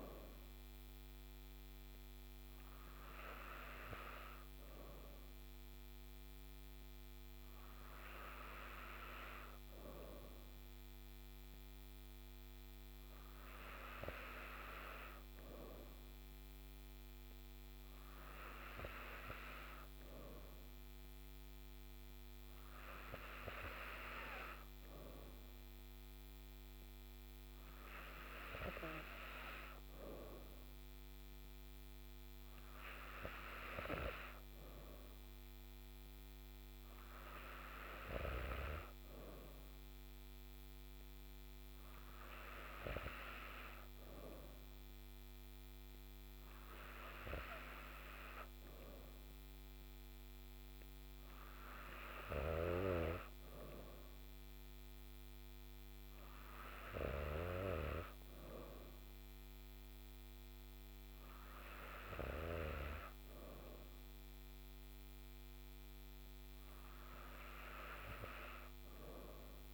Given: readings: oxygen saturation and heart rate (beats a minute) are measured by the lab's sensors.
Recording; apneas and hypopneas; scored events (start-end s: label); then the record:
breathing in sleep by a microphone on the trachea; none
none scored
From the record:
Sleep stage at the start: N3 (deep sleep); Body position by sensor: on the back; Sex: female